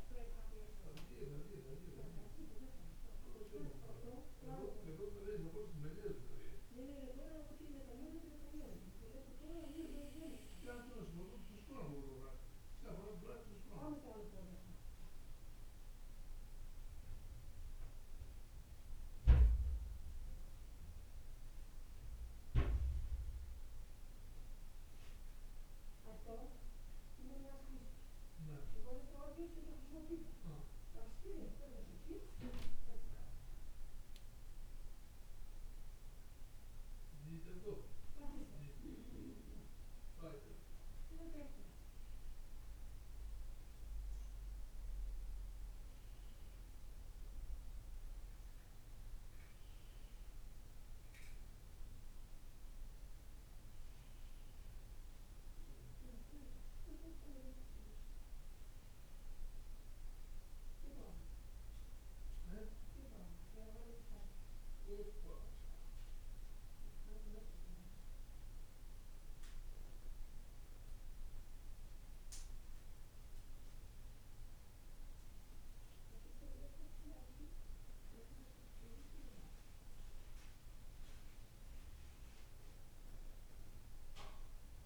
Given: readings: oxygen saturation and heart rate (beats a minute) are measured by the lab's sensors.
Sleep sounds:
breathing in sleep by a room microphone; none
7.00-84.86 s: new sleep stage, N2 (light sleep)
From the record:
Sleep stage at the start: N1 (lightest sleep); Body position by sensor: on the right side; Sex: male

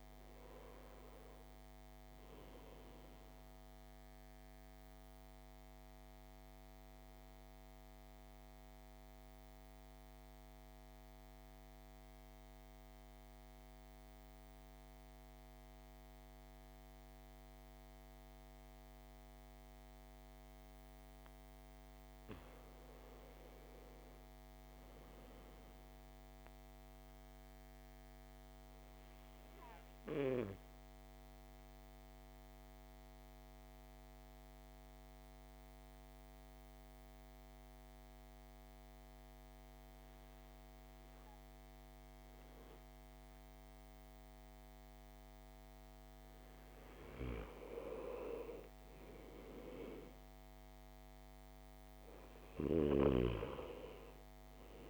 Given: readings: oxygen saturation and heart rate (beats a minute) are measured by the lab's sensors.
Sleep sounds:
breathing in sleep by a microphone on the trachea; 2
0.00-20.00 s: oxygen desaturation (device-marked, oxygen 84% lowest, heart rate 53 extreme)
3.50-19.50 s: obstructive apnea (oxygen 100% before, 84% lowest, heart rate 63 before, 54 extreme, up 3 after)
22.50-26.00 s: arousal
30.00-46.50 s: obstructive apnea (oxygen 100% before, 86% lowest, heart rate 57 before, 53 extreme, up 5 after)
32.00-43.00 s: oxygen desaturation (device-marked, oxygen 99% before, 93% lowest, heart rate 57 before, 53 extreme)
48.50-52.50 s: arousal
52.00-54.90 s: oxygen desaturation (device-marked, oxygen 97% before, 91% lowest, heart rate 56 before, 53 extreme)
From the record:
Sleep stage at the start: N2 (light sleep); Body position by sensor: on the back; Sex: male

